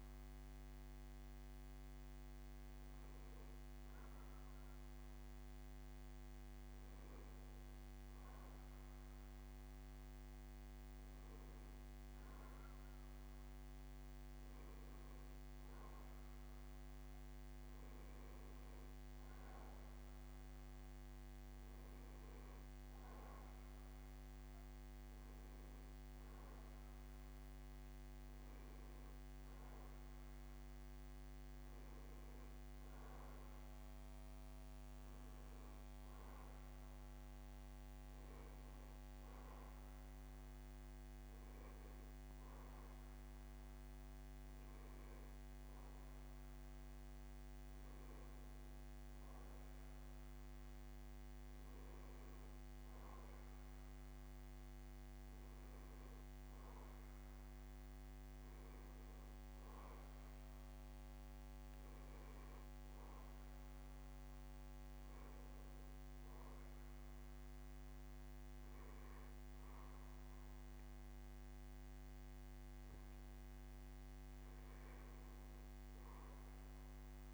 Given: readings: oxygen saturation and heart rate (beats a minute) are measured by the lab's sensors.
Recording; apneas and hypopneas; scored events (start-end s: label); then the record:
breathing in sleep, hard to hear, by a microphone on the trachea; none
32.50-36.50 s: bradycardia (device-marked, heart rate 68 before, 55 extreme)
37.50-39.50 s: bradycardia (device-marked, heart rate 68 before, 55 extreme)
From the record:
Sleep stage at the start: N2 (light sleep); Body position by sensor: on the back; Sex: male